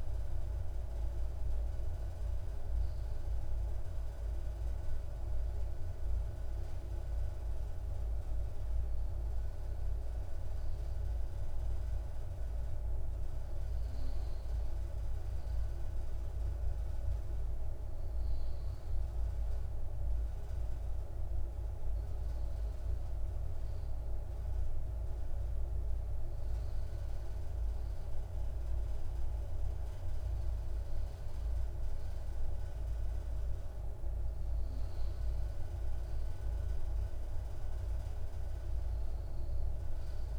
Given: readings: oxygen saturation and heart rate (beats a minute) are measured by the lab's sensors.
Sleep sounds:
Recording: breathing in sleep, hard to hear, by a room microphone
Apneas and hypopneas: none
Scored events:
none scored
From the record:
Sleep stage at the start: N2 (light sleep)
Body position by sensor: on the left side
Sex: male

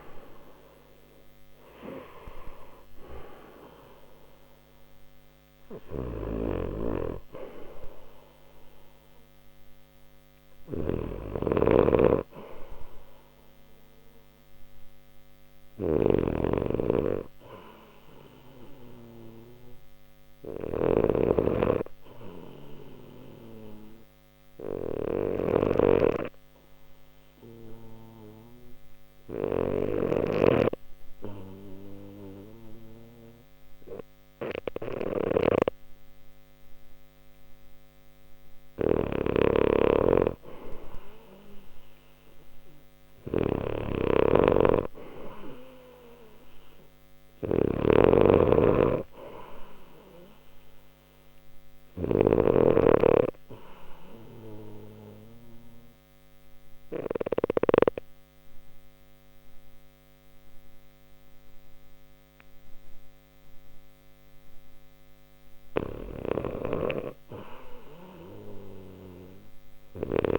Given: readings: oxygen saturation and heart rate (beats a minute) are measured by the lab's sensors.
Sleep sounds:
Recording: breathing in sleep by a microphone on the trachea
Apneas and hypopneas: 2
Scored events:
10.00-52.00 s: snoring (device-marked)
21.50-38.00 s: obstructive apnea (oxygen 94% before, 92% lowest, heart rate 62 before, 59 extreme, up 1 after)
29.50-70.39 s: new sleep stage, N2 (light sleep)
42.50-48.00 s: arousal
52.50-68.50 s: oxygen desaturation (device-marked, oxygen 96% before, 92% lowest, heart rate 60 before, 59 extreme)
53.50-66.00 s: obstructive apnea (oxygen 98% before, 92% lowest, heart rate 60 before, 59 extreme, up 3 after)
66.00-70.39 s: snoring (device-marked)
From the record:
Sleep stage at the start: REM sleep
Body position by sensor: on the left side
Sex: male

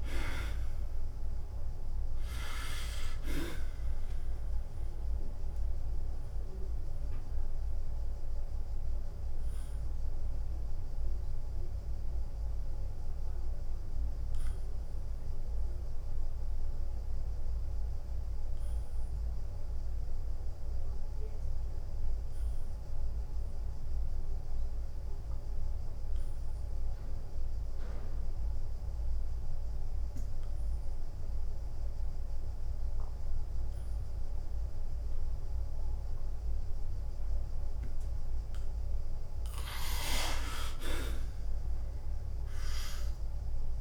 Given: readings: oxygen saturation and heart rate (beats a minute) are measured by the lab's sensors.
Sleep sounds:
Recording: breathing in sleep by a room microphone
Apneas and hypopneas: 1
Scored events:
0.00-8.50 s: drop in pulse transit time (device-marked, heart rate 82 extreme)
6.50-37.00 s: mixed apnea (oxygen 97% before, 63% lowest, heart rate 87 before, 86 extreme, up 4 after)
14.50-28.50 s: oxygen desaturation (device-marked, oxygen 94% before, 63% lowest, heart rate 91 before, 87 extreme)
36.50-43.81 s: drop in pulse transit time (device-marked, heart rate 89 before, 89 extreme)
39.50-43.50 s: arousal
From the record:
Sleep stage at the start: REM sleep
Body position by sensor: on the back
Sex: male

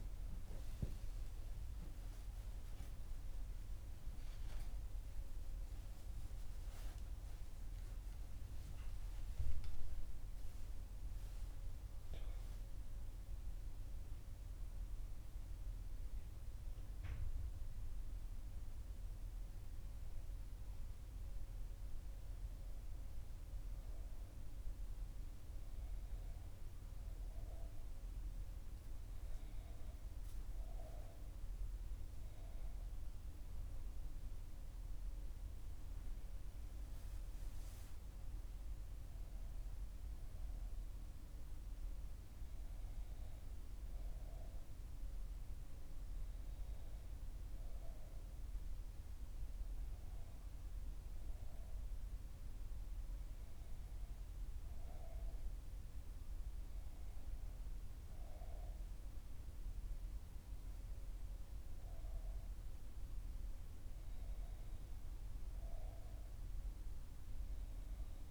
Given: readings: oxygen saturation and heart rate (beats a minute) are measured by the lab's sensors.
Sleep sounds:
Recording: a person partly awake in a sleep study, hard to hear, by a room microphone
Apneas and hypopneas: none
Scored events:
19.50-68.31 s: new sleep stage, N1 (lightest sleep)
From the record:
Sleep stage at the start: awake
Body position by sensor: on the back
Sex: female

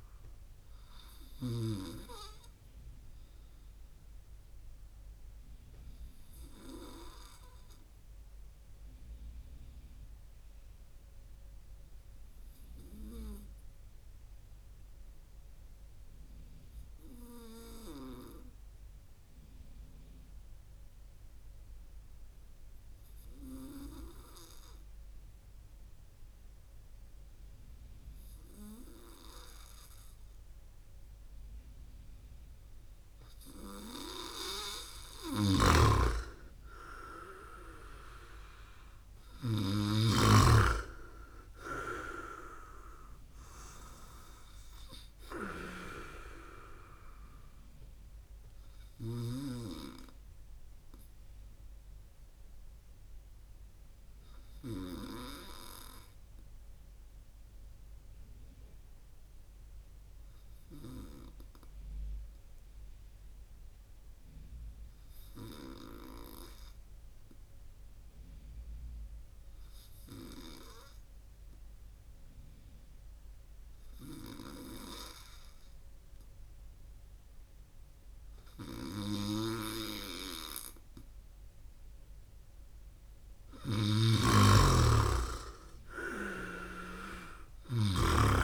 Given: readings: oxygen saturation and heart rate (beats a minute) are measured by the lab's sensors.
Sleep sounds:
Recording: breathing in sleep by a room microphone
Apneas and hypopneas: 2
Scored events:
0.00-1.50 s: snoring (device-marked)
4.50-33.00 s: obstructive apnea (oxygen 99% before, 95% lowest)
35.00-39.00 s: arousal
35.00-49.00 s: snoring (device-marked)
49.50-81.00 s: obstructive apnea (oxygen 99% before, 95% lowest)
83.00-86.50 s: snoring (device-marked)
85.00-88.44 s: arousal
From the record:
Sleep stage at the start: N2 (light sleep)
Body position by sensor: on the right side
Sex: male

